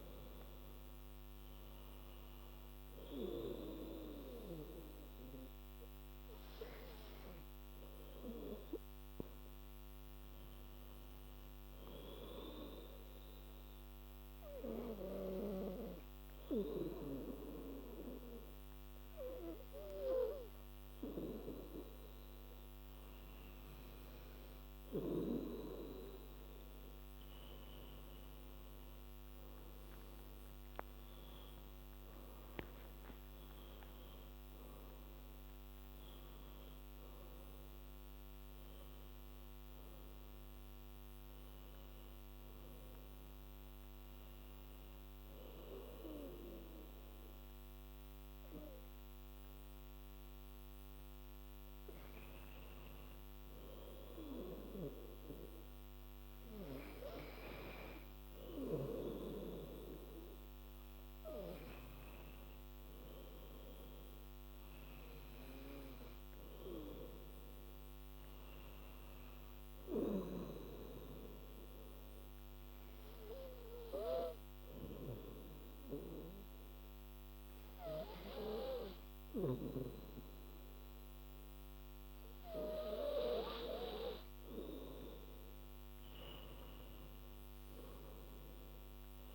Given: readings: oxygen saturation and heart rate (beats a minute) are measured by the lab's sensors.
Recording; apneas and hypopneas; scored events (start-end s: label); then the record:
breathing in sleep by a microphone on the trachea; 3
14.00-28.00 s: obstructive apnea (oxygen 97% before, 94% lowest, heart rate 81 before, 79 extreme, up 13 after)
29.50-44.50 s: oxygen desaturation (device-marked, oxygen 98% before, 94% lowest, heart rate 81 before, 80 extreme)
30.50-35.00 s: arousal
43.50-56.50 s: hypopnea (oxygen 98% before, 94% lowest, heart rate 87 before, 80 extreme, up 7 after)
57.50-62.00 s: arousal
57.50-67.50 s: oxygen desaturation (device-marked, oxygen 99% before, 94% lowest, heart rate 85 before, 82 extreme)
71.50-83.00 s: obstructive apnea (oxygen 99% before, 94% lowest, heart rate 84 before, 81 extreme, up 7 after)
86.00-89.35 s: arousal
From the record:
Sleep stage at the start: N2 (light sleep); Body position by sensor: on the back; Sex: female